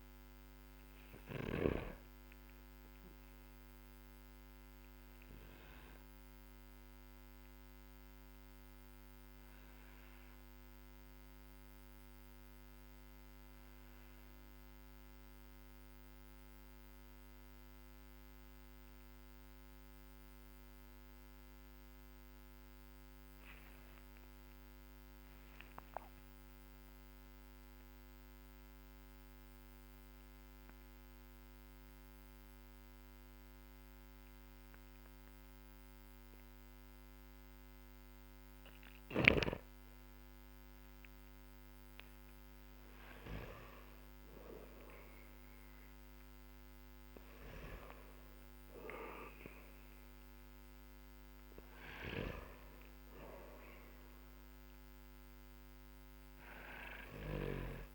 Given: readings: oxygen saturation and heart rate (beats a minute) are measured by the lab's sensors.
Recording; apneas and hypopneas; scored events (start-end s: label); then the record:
breathing in sleep by a microphone on the trachea; 1
0.00-1.00 s: snoring (device-marked)
0.00-21.50 s: oxygen desaturation (device-marked, oxygen 91% lowest, heart rate 44 extreme)
6.00-39.50 s: obstructive apnea (oxygen 97% before, 91% lowest, heart rate 51 before, 46 extreme)
41.00-46.50 s: arousal
53.50-57.95 s: oxygen desaturation (device-marked, oxygen 98% before, 93% lowest, heart rate 53 before, 46 extreme)
From the record:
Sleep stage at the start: N2 (light sleep); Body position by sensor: on the back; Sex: male